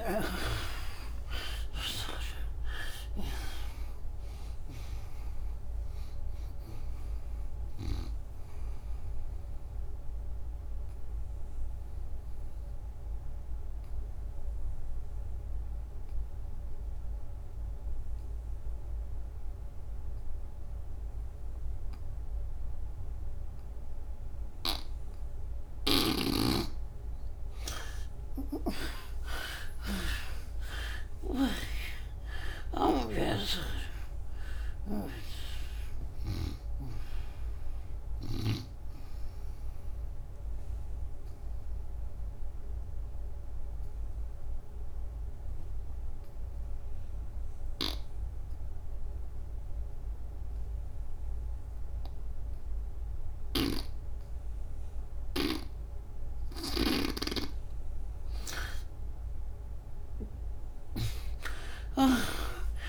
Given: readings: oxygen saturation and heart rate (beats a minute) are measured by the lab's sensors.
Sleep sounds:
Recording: breathing in sleep by a room microphone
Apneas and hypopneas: 2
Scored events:
0.00-4.00 s: arousal
6.00-25.00 s: oxygen desaturation (device-marked, oxygen 96% before, 77% lowest, heart rate 103 before, 67 extreme)
9.50-24.50 s: obstructive apnea (oxygen 96% before, 77% lowest, heart rate 103 before, 67 extreme, up 22 after)
27.00-47.00 s: oxygen desaturation (device-marked, oxygen 97% before, 77% lowest, heart rate 101 before, 66 extreme)
28.50-33.50 s: arousal
40.00-55.50 s: obstructive apnea (oxygen 97% before, 78% lowest, heart rate 94 before, 66 extreme, up 20 after)
59.50-62.89 s: arousal
From the record:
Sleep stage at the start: N2 (light sleep)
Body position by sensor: on the back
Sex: female

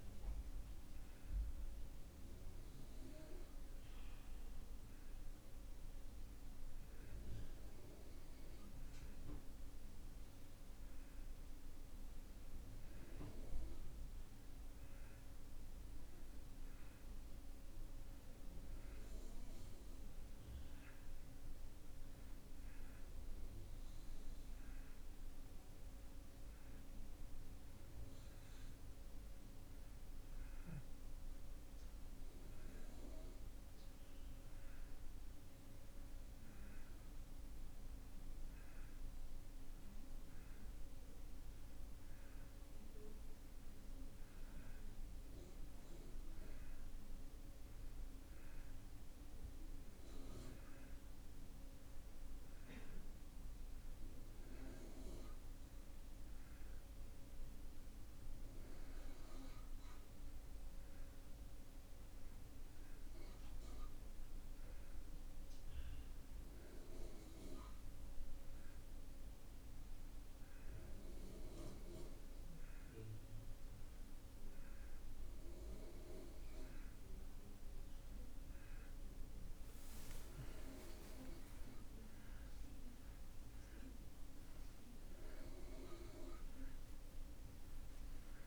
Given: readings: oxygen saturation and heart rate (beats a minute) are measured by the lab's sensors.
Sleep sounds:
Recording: breathing in sleep by a room microphone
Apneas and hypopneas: none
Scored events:
78.00-88.47 s: new sleep stage, awake
From the record:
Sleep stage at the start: N2 (light sleep)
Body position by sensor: on the back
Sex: male

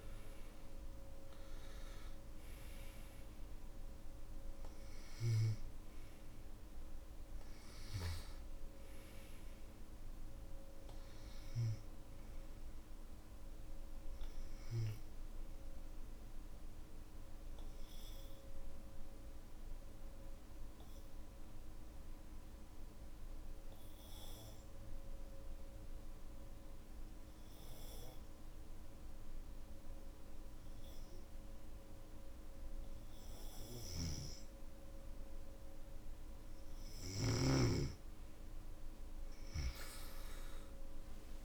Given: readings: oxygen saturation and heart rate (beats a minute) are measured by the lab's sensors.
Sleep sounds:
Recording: breathing in sleep by a room microphone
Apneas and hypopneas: 1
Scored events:
0.00-18.50 s: oxygen desaturation (device-marked, oxygen 91% lowest, heart rate 54 extreme)
17.00-36.50 s: obstructive apnea (oxygen 97% before, 91% lowest, heart rate 59 before, 54 extreme, up 16 after)
37.50-41.45 s: oxygen desaturation (device-marked, oxygen 98% before, 91% lowest, heart rate 55 before, 52 extreme)
From the record:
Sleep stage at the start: N2 (light sleep)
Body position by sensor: on the back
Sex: male

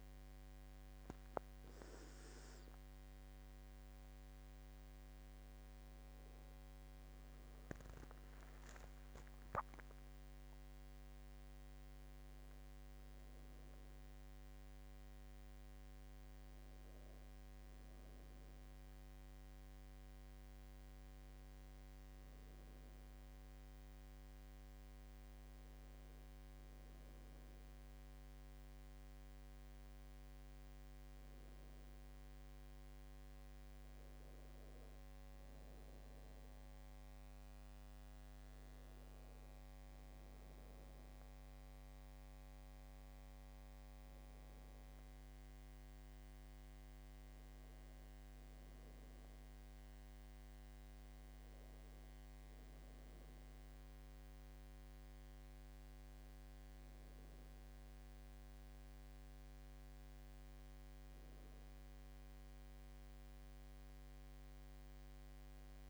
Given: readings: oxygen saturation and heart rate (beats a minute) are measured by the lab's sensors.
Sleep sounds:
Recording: a person partly awake in a sleep study, hard to hear, by a microphone on the trachea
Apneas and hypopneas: none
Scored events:
18.00-65.90 s: new sleep stage, N1 (lightest sleep)
From the record:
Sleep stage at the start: awake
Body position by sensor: on the back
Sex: female

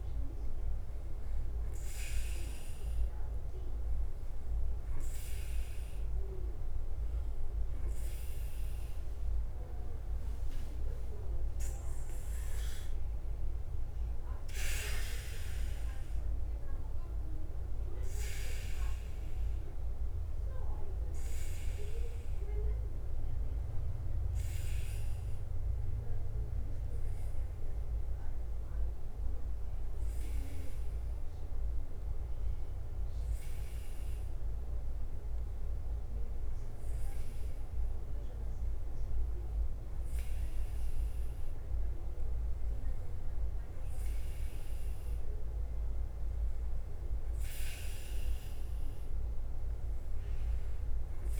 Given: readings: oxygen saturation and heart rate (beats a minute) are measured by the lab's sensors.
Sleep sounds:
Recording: breathing in sleep, hard to hear, by a room microphone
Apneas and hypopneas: 1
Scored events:
0.00-51.40 s: bradycardia (device-marked, heart rate 45 extreme)
14.50-19.00 s: arousal
24.50-44.00 s: obstructive apnea (oxygen 98% before, 93% lowest, heart rate 50 before, 46 extreme, up 5 after)
48.00-51.40 s: arousal
From the record:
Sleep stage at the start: N2 (light sleep)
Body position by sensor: on the back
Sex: male

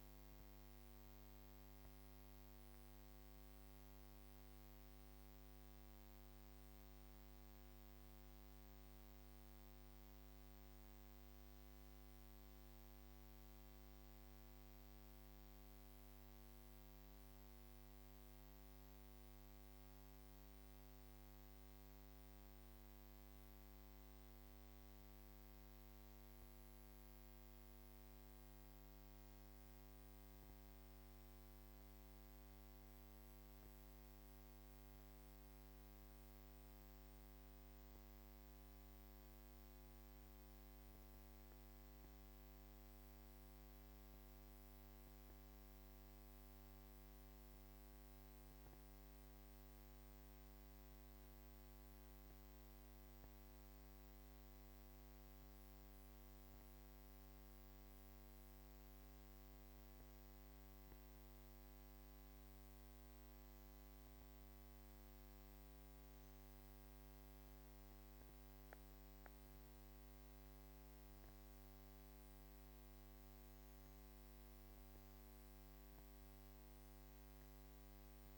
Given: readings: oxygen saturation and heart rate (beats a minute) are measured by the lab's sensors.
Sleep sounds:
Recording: breathing in sleep, hard to hear, by a microphone on the trachea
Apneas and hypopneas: 1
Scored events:
0.00-2.00 s: arousal
4.50-39.00 s: hypopnea (oxygen 96% before, 94% lowest, heart rate 64 before, 39 extreme)
31.00-53.00 s: oxygen desaturation (device-marked, oxygen 97% before, 94% lowest, heart rate 105 before, 39 extreme)
41.00-45.00 s: arousal
From the record:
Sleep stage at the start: N2 (light sleep)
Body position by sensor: on the back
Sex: female

